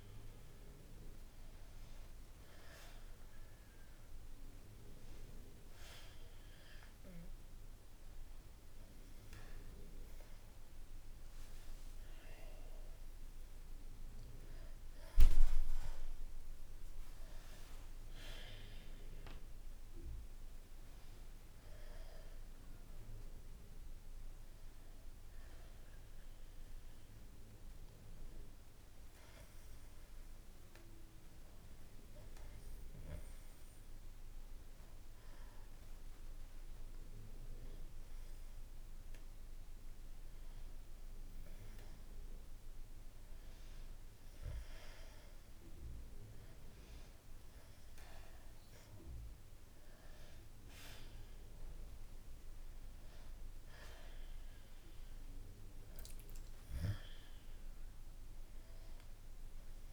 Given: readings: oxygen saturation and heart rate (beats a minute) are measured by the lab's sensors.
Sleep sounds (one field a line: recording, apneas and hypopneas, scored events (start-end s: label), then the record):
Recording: breathing in sleep by a room microphone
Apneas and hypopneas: 1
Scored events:
0.00-2.50 s: arousal
19.00-24.00 s: arousal
28.50-40.50 s: hypopnea (oxygen 95% before, 92% lowest, heart rate 65 before, 62 extreme, up 0 after)
37.00-59.93 s: new sleep stage, N1 (lightest sleep)
43.00-47.50 s: arousal
51.00-59.93 s: oxygen desaturation (device-marked, oxygen 96% before, 92% lowest, heart rate 63 before, 62 extreme)
From the record:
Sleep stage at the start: N2 (light sleep)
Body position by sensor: on the back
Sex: male